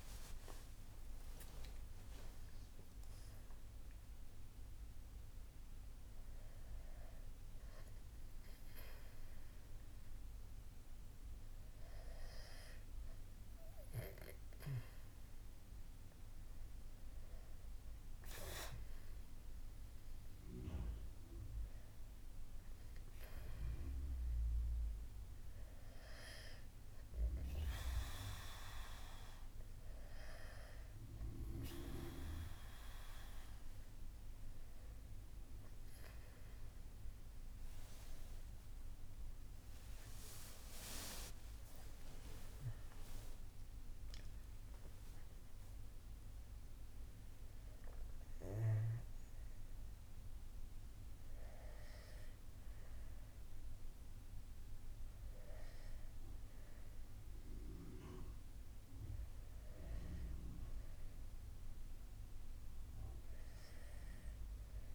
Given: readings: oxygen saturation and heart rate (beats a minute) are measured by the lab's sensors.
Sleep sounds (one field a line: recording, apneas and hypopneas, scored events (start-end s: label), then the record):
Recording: breathing in sleep by a room microphone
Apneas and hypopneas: none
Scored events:
39.50-43.50 s: arousal
From the record:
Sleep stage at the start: N2 (light sleep)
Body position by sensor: on the back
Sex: male